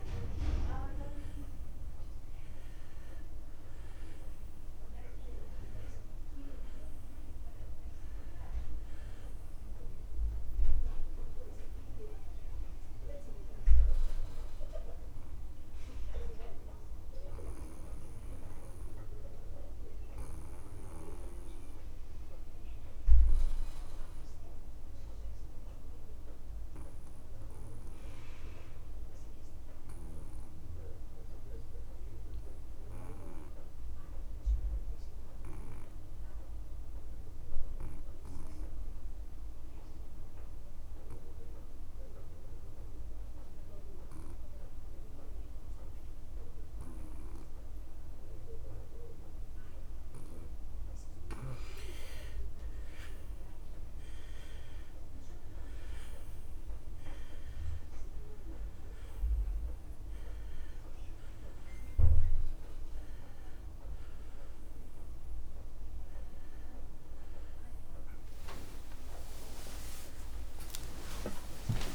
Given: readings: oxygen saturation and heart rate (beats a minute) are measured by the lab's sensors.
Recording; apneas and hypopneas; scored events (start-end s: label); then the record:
breathing in sleep by a room microphone; 1
0.00-26.00 s: oxygen desaturation (device-marked, oxygen 87% lowest)
14.50-51.00 s: obstructive apnea (oxygen 99% before, 79% lowest)
44.00-71.95 s: oxygen desaturation (device-marked, oxygen 97% before, 79% lowest)
61.00-71.95 s: new sleep stage, awake
69.00-71.95 s: tachycardia (device-marked)
From the record:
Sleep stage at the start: N2 (light sleep); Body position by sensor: on the back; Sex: male